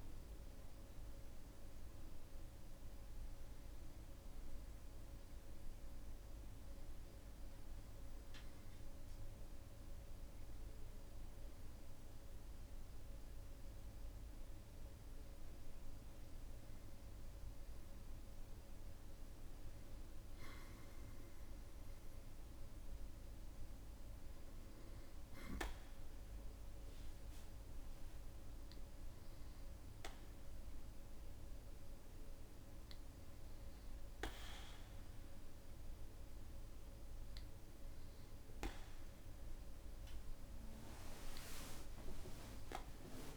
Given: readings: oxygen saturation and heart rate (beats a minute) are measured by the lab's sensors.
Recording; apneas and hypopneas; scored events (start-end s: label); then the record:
breathing in sleep by a room microphone; none
18.00-29.00 s: oxygen desaturation (device-marked, oxygen 96% before, 93% lowest, heart rate 63 before, 56 extreme)
29.50-34.00 s: arousal
From the record:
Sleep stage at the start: N2 (light sleep); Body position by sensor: on the back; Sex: male